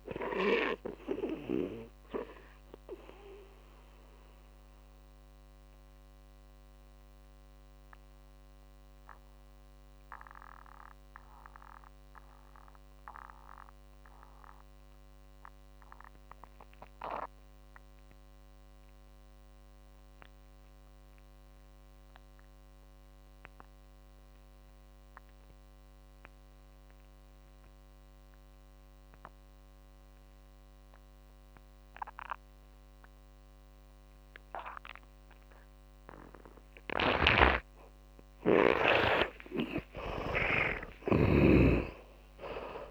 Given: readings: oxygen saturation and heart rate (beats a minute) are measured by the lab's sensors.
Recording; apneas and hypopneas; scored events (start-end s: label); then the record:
breathing in sleep by a microphone on the trachea; 1
0.00-22.00 s: oxygen desaturation (device-marked, oxygen 71% lowest, heart rate 47 extreme)
1.50-38.00 s: mixed apnea (oxygen 100% before, 71% lowest, heart rate 57 before, 47 extreme, up 23 after)
27.00-42.91 s: oxygen desaturation (device-marked, oxygen 100% before, 71% lowest, heart rate 61 before, 45 extreme)
37.00-42.91 s: snoring (device-marked)
39.50-42.91 s: arousal
From the record:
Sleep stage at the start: N2 (light sleep); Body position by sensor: on the back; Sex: male